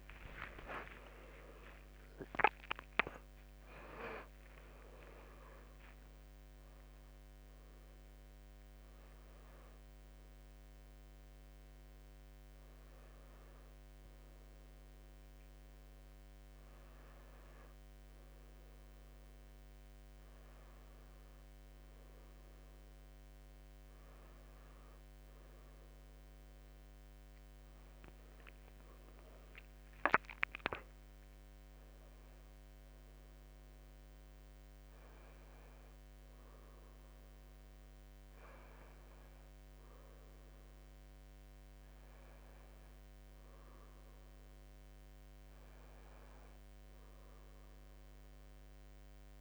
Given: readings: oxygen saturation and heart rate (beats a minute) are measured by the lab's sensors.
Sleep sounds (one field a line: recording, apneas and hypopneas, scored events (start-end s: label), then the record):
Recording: breathing in sleep by a microphone on the trachea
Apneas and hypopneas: none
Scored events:
0.00-9.00 s: drop in pulse transit time (device-marked, heart rate 90 extreme)
From the record:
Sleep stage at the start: N2 (light sleep)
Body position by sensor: on the back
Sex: male